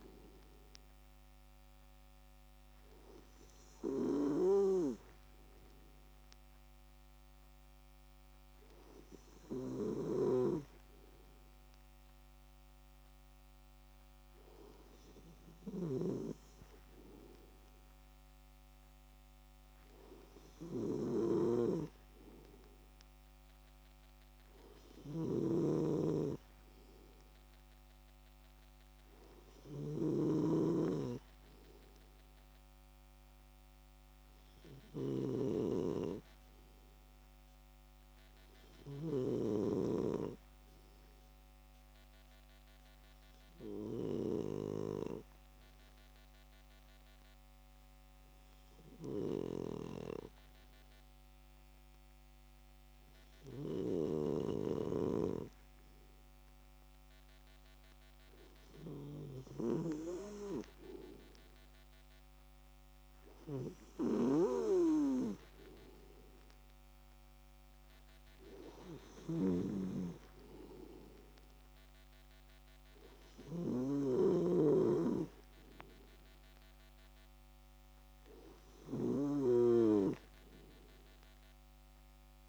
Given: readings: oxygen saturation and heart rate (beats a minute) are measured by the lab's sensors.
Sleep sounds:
breathing in sleep by a microphone on the trachea; 1
15.50-39.00 s: snoring (device-marked)
41.00-57.50 s: obstructive apnea (oxygen 97% before, 95% lowest)
54.00-60.00 s: snoring (device-marked)
60.00-64.50 s: arousal
69.00-82.49 s: snoring (device-marked)
From the record:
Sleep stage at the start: N2 (light sleep); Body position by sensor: on the left side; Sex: male

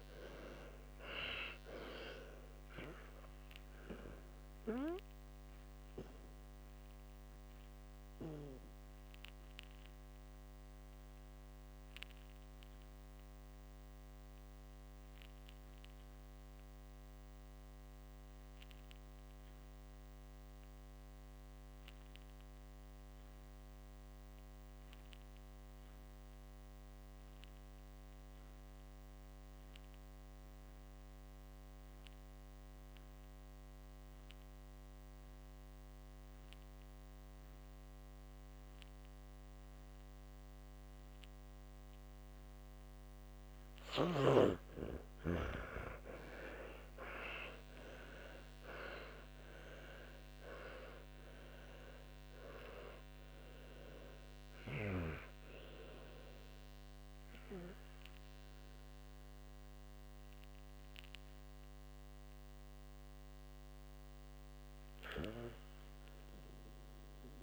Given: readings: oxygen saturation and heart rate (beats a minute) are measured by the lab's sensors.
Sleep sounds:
breathing in sleep by a microphone on the trachea; 1
0.00-2.00 s: arousal
0.00-2.50 s: oxygen desaturation (device-marked, oxygen 95% lowest, heart rate 57 extreme)
9.00-42.50 s: obstructive apnea (oxygen 98% before, 89% lowest, heart rate 68 before, 52 extreme)
11.50-13.50 s: oxygen desaturation (device-marked, oxygen 96% before, 91% lowest, heart rate 67 before, 52 extreme)
42.50-50.50 s: oxygen desaturation (device-marked, oxygen 98% before, 92% lowest, heart rate 54 before, 62 extreme)
45.00-49.00 s: arousal
57.50-66.50 s: oxygen desaturation (device-marked, oxygen 94% before, 89% lowest, heart rate 93 before, 60 extreme)
From the record:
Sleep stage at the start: N2 (light sleep); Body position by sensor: on the back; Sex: male

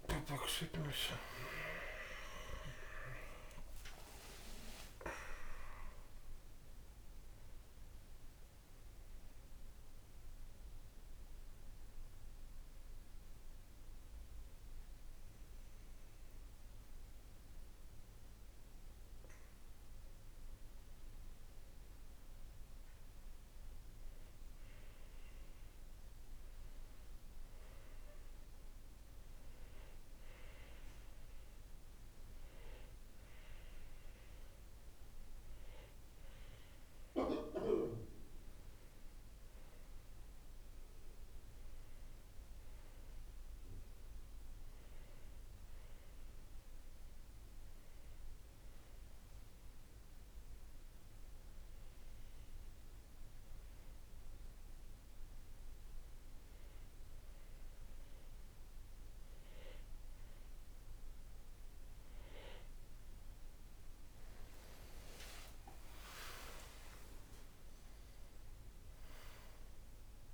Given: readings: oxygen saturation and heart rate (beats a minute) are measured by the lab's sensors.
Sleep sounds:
breathing in sleep by a room microphone; 2
0.00-4.50 s: arousal
9.50-21.00 s: obstructive apnea (oxygen 98% before, 93% lowest, heart rate 67 before, 52 extreme, up 4 after)
24.00-28.00 s: arousal
30.00-42.00 s: oxygen desaturation (device-marked, oxygen 99% before, 94% lowest, heart rate 58 before, 52 extreme)
42.00-46.00 s: arousal
48.50-61.50 s: hypopnea (oxygen 99% before, 93% lowest, heart rate 57 before, 55 extreme, up 22 after)
63.50-68.00 s: arousal
65.00-70.34 s: oxygen desaturation (device-marked, oxygen 96% before, 93% lowest, heart rate 58 before, 55 extreme)
From the record:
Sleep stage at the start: N2 (light sleep); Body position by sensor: on the back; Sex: male

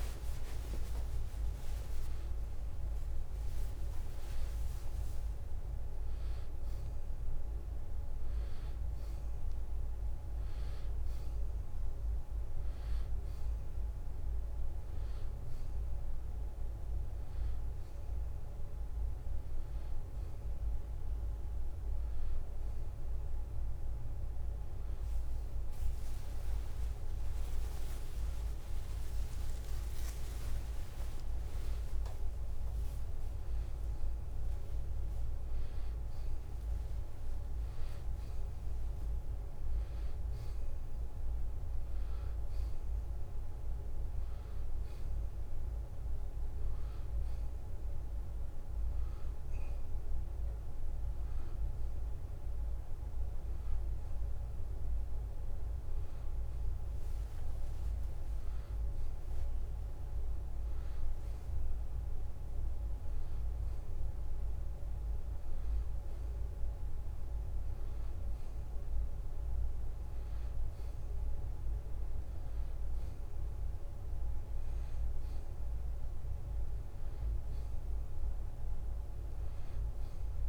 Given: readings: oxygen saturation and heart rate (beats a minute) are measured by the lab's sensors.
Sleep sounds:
a person awake in a sleep study, hard to hear, by a room microphone; none
0.00-1.50 s: long interval between heartbeats (device-marked, heart rate 100 extreme)
4.50-6.50 s: long interval between heartbeats (device-marked, heart rate 84 before, 94 extreme)
9.50-20.50 s: drop in pulse transit time (device-marked, heart rate 88 before, 76 extreme)
30.00-32.00 s: long interval between heartbeats (device-marked, heart rate 79 before, 96 extreme)
38.50-40.50 s: drop in pulse transit time (device-marked, heart rate 83 before, 88 extreme)
38.50-40.50 s: long interval between heartbeats (device-marked, heart rate 83 before, 88 extreme)
43.50-52.50 s: drop in pulse transit time (device-marked, heart rate 86 before, 75 extreme)
60.50-80.48 s: new sleep stage, N1 (lightest sleep)
From the record:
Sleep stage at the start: awake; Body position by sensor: on the back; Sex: male

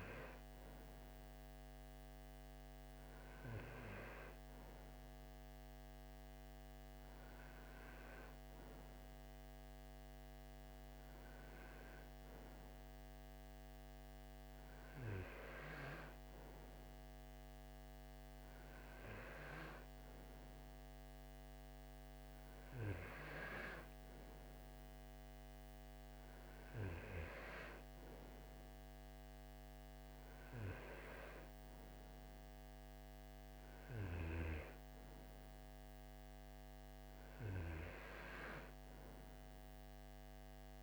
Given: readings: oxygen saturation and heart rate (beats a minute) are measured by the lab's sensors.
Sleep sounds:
breathing in sleep by a microphone on the trachea; none
none scored
From the record:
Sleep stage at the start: N2 (light sleep); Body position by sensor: on the right side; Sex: male

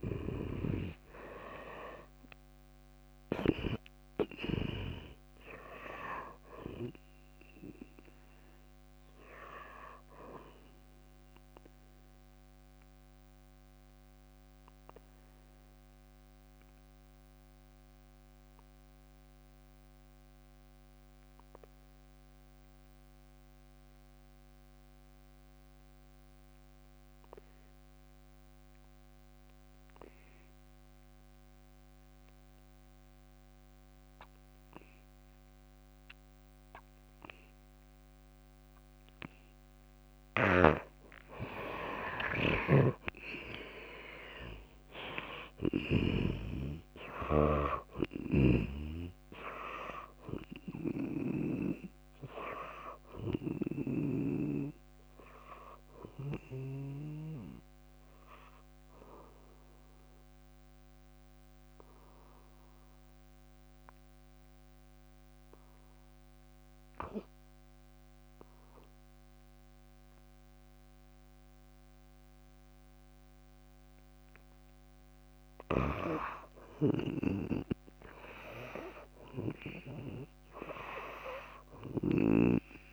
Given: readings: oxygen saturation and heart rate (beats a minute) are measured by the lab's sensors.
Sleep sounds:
breathing in sleep by a microphone on the trachea; 2
0.00-1.00 s: tachycardia (device-marked, heart rate 104 extreme)
0.00-1.50 s: arousal
0.00-3.50 s: snoring (device-marked)
0.00-11.00 s: drop in pulse transit time (device-marked, heart rate 63 extreme)
0.00-19.00 s: oxygen desaturation (device-marked, oxygen 89% lowest, heart rate 56 extreme)
0.50-2.50 s: long interval between heartbeats (device-marked, heart rate 64 before, 104 extreme)
12.00-38.50 s: obstructive apnea (oxygen 96% before, 74% lowest, heart rate 81 before, 53 extreme, up 12 after)
32.50-34.50 s: long interval between heartbeats (device-marked, heart rate 59 before, 71 extreme)
34.00-71.00 s: oxygen desaturation (device-marked, oxygen 98% before, 74% lowest, heart rate 61 before, 53 extreme)
41.50-45.50 s: arousal
42.50-46.00 s: snoring (device-marked)
44.00-56.00 s: drop in pulse transit time (device-marked, heart rate 69 before, 56 extreme)
48.00-51.50 s: snoring (device-marked)
60.50-75.00 s: obstructive apnea (oxygen 96% before, 74% lowest, heart rate 65 before, 54 extreme, up 5 after)
77.50-81.00 s: arousal
From the record:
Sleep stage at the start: N2 (light sleep); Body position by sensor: on the back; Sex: female

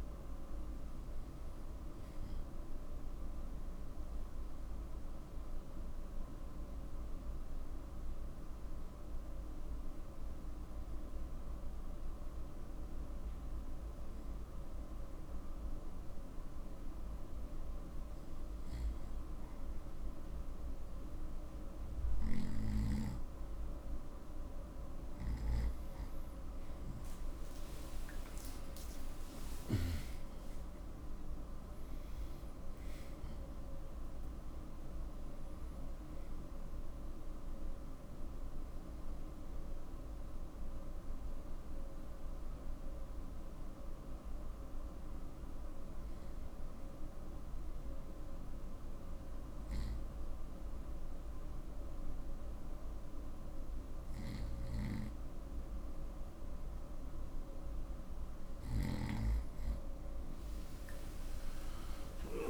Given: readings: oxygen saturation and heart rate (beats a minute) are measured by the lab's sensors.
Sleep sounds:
breathing in sleep, hard to hear, by a room microphone; 2
11.00-24.50 s: obstructive apnea (oxygen 96% before, 90% lowest)
26.50-29.50 s: arousal
30.00-50.00 s: oxygen desaturation (device-marked, oxygen 96% before, 90% lowest)
43.00-58.00 s: obstructive apnea (oxygen 96% before, 90% lowest)
60.00-62.50 s: new sleep stage, N1 (lightest sleep)
61.00-62.50 s: arousal
From the record:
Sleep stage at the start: N2 (light sleep); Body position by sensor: on the right side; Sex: male

